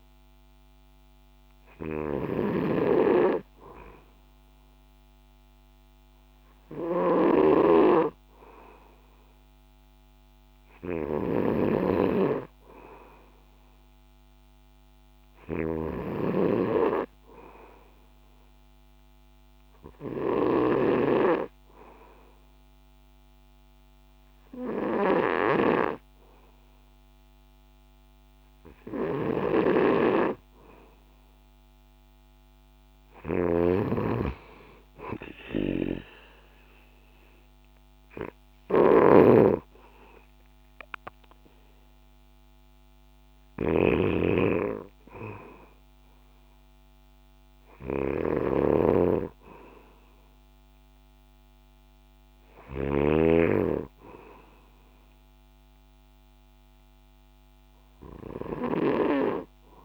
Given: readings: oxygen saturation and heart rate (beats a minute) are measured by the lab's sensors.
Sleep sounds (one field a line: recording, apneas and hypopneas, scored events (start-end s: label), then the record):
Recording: breathing in sleep by a microphone on the trachea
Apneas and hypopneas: none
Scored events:
0.00-33.50 s: snoring (device-marked)
35.50-59.00 s: snoring (device-marked)
From the record:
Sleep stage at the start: N2 (light sleep)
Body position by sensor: on the back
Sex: male